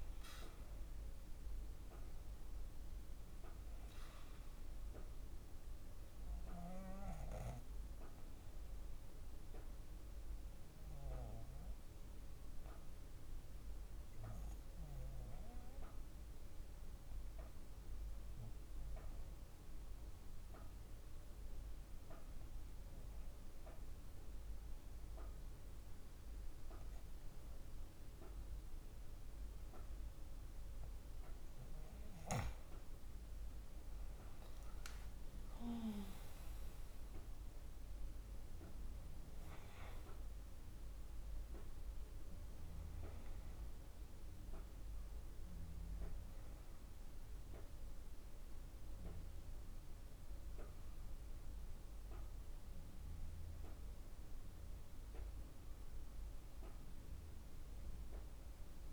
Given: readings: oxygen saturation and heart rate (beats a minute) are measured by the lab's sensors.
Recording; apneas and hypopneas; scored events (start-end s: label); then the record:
breathing in sleep by a room microphone; 1
0.00-2.50 s: arousal
0.00-7.00 s: drop in pulse transit time (device-marked, heart rate 49 extreme)
13.50-31.50 s: obstructive apnea (oxygen 95% before, 92% lowest, heart rate 52 before, 46 extreme, up 11 after)
31.00-44.00 s: drop in pulse transit time (device-marked, heart rate 50 before, 51 extreme)
34.00-39.50 s: arousal
52.00-58.93 s: oxygen desaturation (device-marked, oxygen 95% before, 92% lowest, heart rate 54 before, 49 extreme)
From the record:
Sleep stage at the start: N2 (light sleep); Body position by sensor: on the back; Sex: female